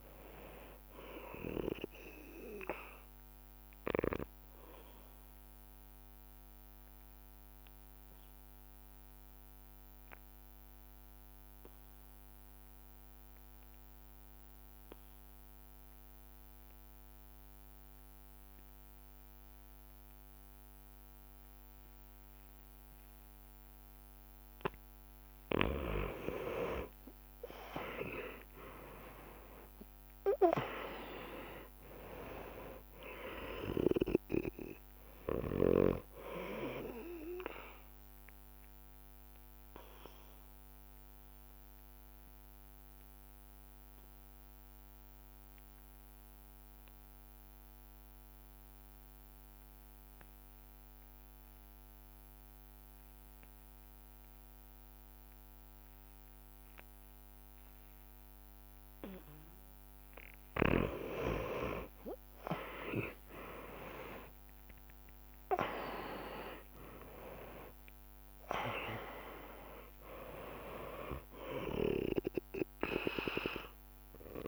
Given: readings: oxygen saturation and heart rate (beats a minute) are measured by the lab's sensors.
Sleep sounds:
breathing in sleep by a microphone on the trachea; 2
0.00-22.50 s: oxygen desaturation (device-marked, oxygen 92% lowest)
4.00-24.50 s: obstructive apnea (oxygen 99% before, 90% lowest)
27.00-31.50 s: arousal
36.50-38.50 s: oxygen desaturation (device-marked, oxygen 98% before, 93% lowest)
39.50-59.50 s: obstructive apnea (oxygen 99% before, 90% lowest)
44.50-52.50 s: oxygen desaturation (device-marked, oxygen 98% before, 91% lowest)
59.50-74.48 s: oxygen desaturation (device-marked, oxygen 99% before, 90% lowest)
62.50-67.00 s: arousal
From the record:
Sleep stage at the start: N2 (light sleep); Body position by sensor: on the back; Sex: male

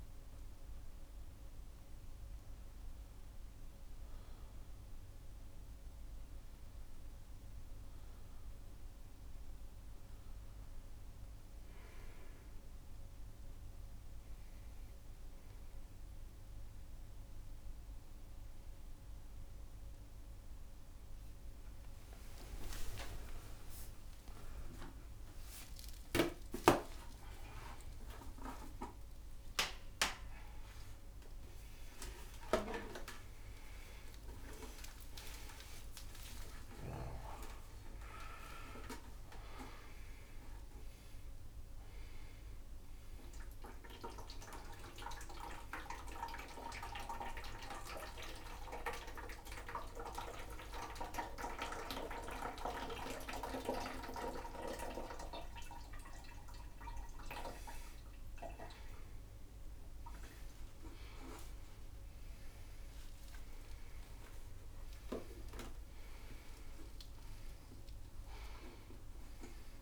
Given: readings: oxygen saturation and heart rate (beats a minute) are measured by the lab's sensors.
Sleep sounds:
a person awake in a sleep study, by a room microphone; none
0.00-1.50 s: oxygen desaturation (device-marked, oxygen 92% lowest, heart rate 96 extreme)
12.50-69.82 s: new sleep stage, awake
22.00-24.00 s: long interval between heartbeats (device-marked, heart rate 97 before, 107 extreme)
25.00-27.00 s: long interval between heartbeats (device-marked, heart rate 99 before, 107 extreme)
27.50-29.50 s: long interval between heartbeats (device-marked, heart rate 101 before, 116 extreme)
30.00-32.00 s: long interval between heartbeats (device-marked, heart rate 103 before, 113 extreme)
35.00-37.00 s: long interval between heartbeats (device-marked, heart rate 108 before, 110 extreme)
37.50-39.50 s: long interval between heartbeats (device-marked, heart rate 110 before, 113 extreme)
44.50-55.50 s: oxygen desaturation (device-marked, oxygen 97% before, 94% lowest, heart rate 113 before, 100 extreme)
60.50-62.50 s: long interval between heartbeats (device-marked, heart rate 109 before, 127 extreme)
64.00-66.00 s: long interval between heartbeats (device-marked, heart rate 112 before, 148 extreme)
66.50-68.50 s: long interval between heartbeats (device-marked, heart rate 118 before, 120 extreme)
From the record:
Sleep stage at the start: N2 (light sleep); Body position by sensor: upright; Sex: male

